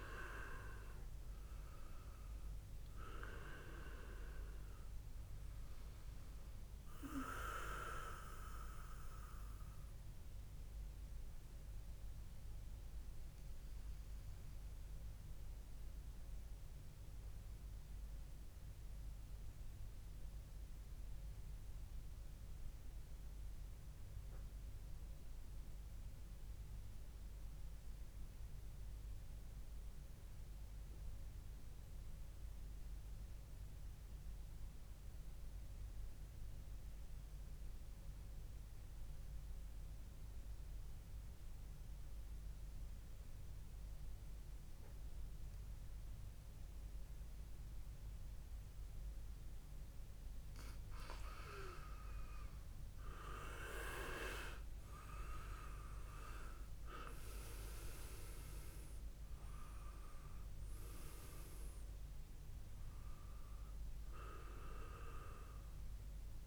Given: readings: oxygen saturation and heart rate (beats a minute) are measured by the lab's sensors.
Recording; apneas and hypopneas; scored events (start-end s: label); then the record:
breathing in sleep by a room microphone; 1
0.00-11.00 s: oxygen desaturation (device-marked, oxygen 93% lowest, heart rate 57 extreme)
9.50-49.00 s: obstructive apnea (oxygen 99% before, 93% lowest, heart rate 61 before, 55 extreme, up 3 after)
46.00-66.47 s: oxygen desaturation (device-marked, oxygen 99% before, 94% lowest, heart rate 62 before, 57 extreme)
51.50-56.00 s: arousal
From the record:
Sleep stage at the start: N2 (light sleep); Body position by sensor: on the back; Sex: male